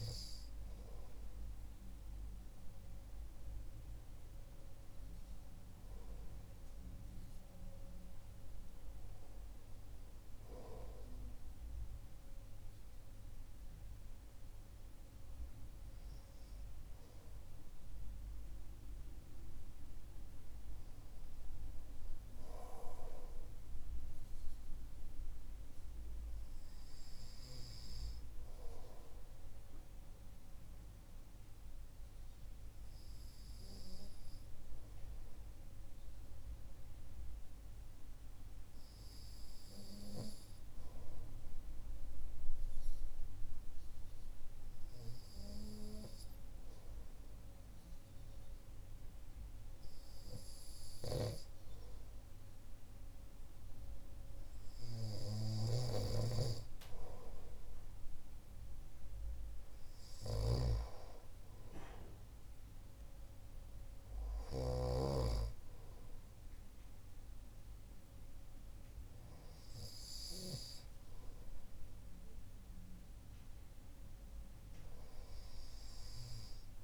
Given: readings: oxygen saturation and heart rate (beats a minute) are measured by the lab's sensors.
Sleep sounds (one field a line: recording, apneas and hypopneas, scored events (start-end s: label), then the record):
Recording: breathing in sleep by a room microphone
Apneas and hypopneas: 1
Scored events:
32.00-51.00 s: hypopnea (oxygen 96% before, 94% lowest)
53.00-56.00 s: arousal
55.50-65.00 s: snoring (device-marked)
From the record:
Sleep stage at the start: REM sleep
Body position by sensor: on the right side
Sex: male